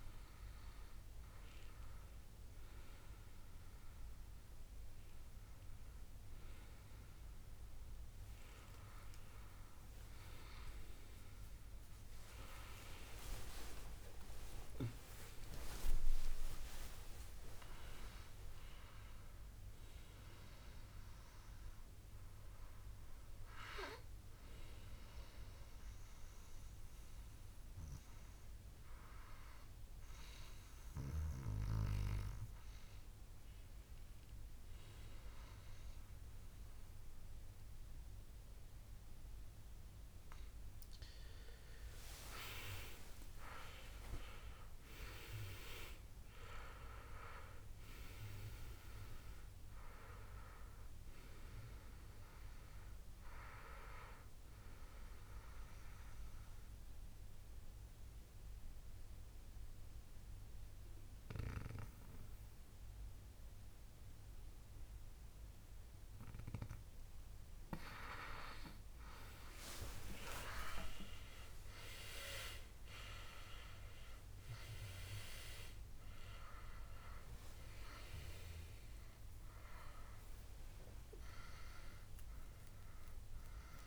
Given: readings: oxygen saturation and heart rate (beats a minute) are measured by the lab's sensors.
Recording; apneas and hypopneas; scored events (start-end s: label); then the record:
breathing in sleep by a room microphone; 2
13.00-17.00 s: arousal
26.50-39.50 s: hypopnea (oxygen 99% before, 95% lowest, heart rate 75 before, 61 extreme, up 11 after)
42.00-46.00 s: arousal
54.50-69.00 s: obstructive apnea (oxygen 98% before, 95% lowest, heart rate 70 before, 61 extreme, up 18 after)
70.50-74.00 s: arousal
From the record:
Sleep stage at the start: N2 (light sleep); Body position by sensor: on the back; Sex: male